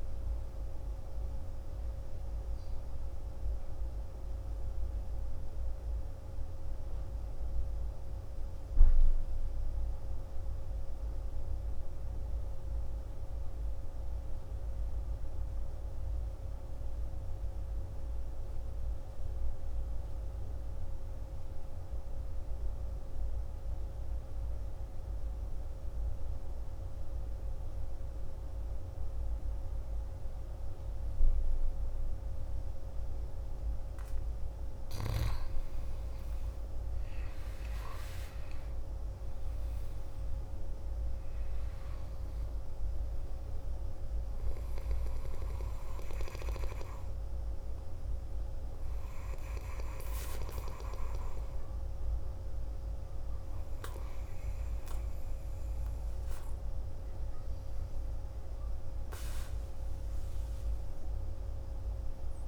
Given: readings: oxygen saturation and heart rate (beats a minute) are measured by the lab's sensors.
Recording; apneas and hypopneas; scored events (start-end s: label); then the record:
breathing in sleep, hard to hear, by a room microphone; 1
0.00-4.50 s: oxygen desaturation (device-marked, oxygen 84% lowest, heart rate 52 extreme)
6.00-34.00 s: obstructive apnea (oxygen 98% before, 86% lowest, heart rate 57 before, 51 extreme, up 11 after)
25.50-62.48 s: oxygen desaturation (device-marked, oxygen 99% before, 86% lowest, heart rate 54 before, 51 extreme)
36.50-40.50 s: arousal
From the record:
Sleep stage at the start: N2 (light sleep); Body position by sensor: on the back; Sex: male